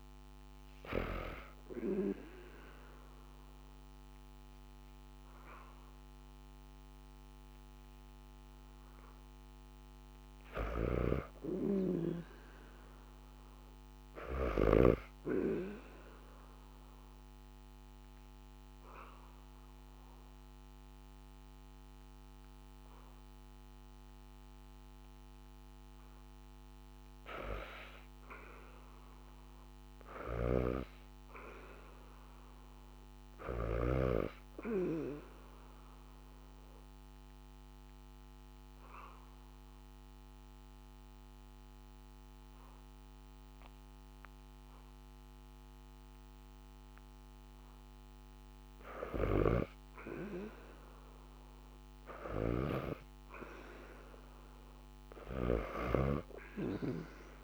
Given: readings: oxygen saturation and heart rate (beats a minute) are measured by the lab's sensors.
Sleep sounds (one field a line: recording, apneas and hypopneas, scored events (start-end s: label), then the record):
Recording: breathing in sleep by a microphone on the trachea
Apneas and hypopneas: 2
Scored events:
10.00-14.50 s: snoring (device-marked)
15.00-26.00 s: obstructive apnea (oxygen 93% before, 82% lowest, heart rate 76 before, 70 extreme, up 0 after)
28.00-30.50 s: arousal
29.50-33.50 s: snoring (device-marked)
29.50-36.50 s: oxygen desaturation (device-marked, oxygen 96% before, 90% lowest, heart rate 75 before, 69 extreme)
34.50-47.50 s: obstructive apnea (oxygen 96% before, 82% lowest, heart rate 74 before, 69 extreme, up 0 after)
38.50-50.50 s: oxygen desaturation (device-marked, oxygen 94% before, 84% lowest, heart rate 73 before, 69 extreme)
48.50-55.00 s: snoring (device-marked)
56.00-57.44 s: arousal
From the record:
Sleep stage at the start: N2 (light sleep)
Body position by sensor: on the back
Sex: female